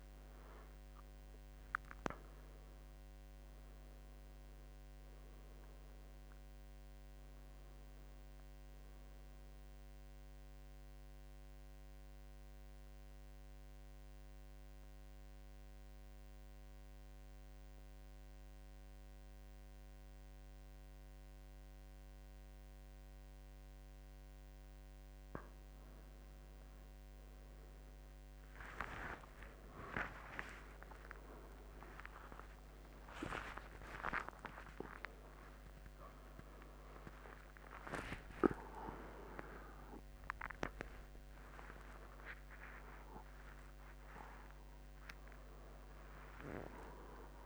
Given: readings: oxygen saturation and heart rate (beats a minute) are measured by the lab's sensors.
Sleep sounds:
a person awake in a sleep study, by a microphone on the trachea; 1
0.00-4.00 s: arousal
1.00-17.00 s: oxygen desaturation (device-marked, oxygen 94% before, 90% lowest, heart rate 73 before, 71 extreme)
11.50-25.00 s: central apnea (oxygen 94% before, 90% lowest, heart rate 76 before, 72 extreme, up 53 after)
20.00-47.46 s: new sleep stage, awake
38.00-47.00 s: oxygen desaturation (device-marked, oxygen 95% before, 90% lowest, heart rate 101 before, 81 extreme)
From the record:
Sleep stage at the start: N2 (light sleep); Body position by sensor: on the right side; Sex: male

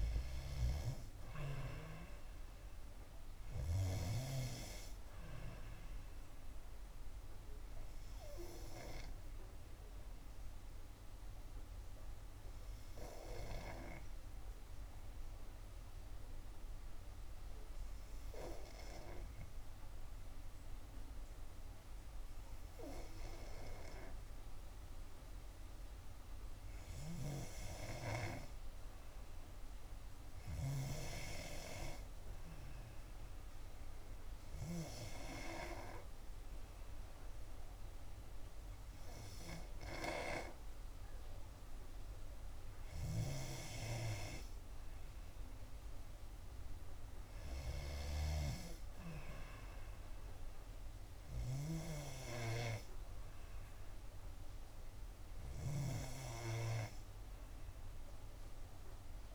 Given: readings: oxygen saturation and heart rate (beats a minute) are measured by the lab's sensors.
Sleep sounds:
breathing in sleep by a room microphone; 1
0.00-1.00 s: arousal
0.00-1.50 s: oxygen desaturation (device-marked, oxygen 91% lowest, heart rate 56 extreme)
6.50-27.50 s: obstructive apnea (oxygen 96% before, 91% lowest, heart rate 62 before, 58 extreme, up 9 after)
31.50-33.50 s: long interval between heartbeats (device-marked, heart rate 60 before, 66 extreme)
31.50-35.50 s: arousal
42.50-59.35 s: oxygen desaturation (device-marked, oxygen 95% before, 91% lowest, heart rate 64 before, 61 extreme)
From the record:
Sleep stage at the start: N2 (light sleep); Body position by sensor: on the back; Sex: female

